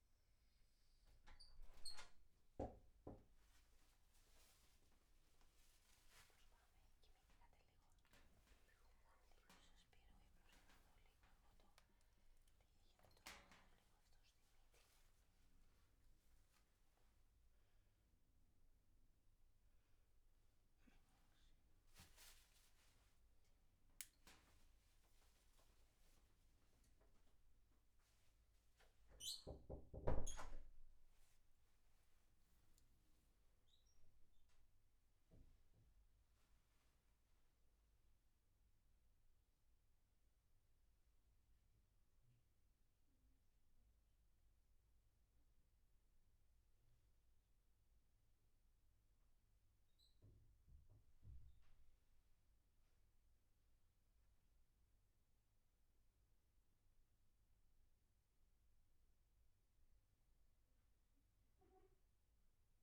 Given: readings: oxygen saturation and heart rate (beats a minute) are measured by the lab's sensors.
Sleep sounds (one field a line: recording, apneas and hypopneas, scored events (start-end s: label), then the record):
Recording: breathing in sleep, hard to hear, by a room microphone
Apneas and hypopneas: none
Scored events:
6.50-8.50 s: long interval between heartbeats (device-marked, heart rate 78 before, 96 extreme)
6.50-9.50 s: tachycardia (device-marked, heart rate 80 before, 100 extreme)
15.00-20.50 s: arousal
From the record:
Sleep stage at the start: N2 (light sleep)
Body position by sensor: on the right side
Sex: male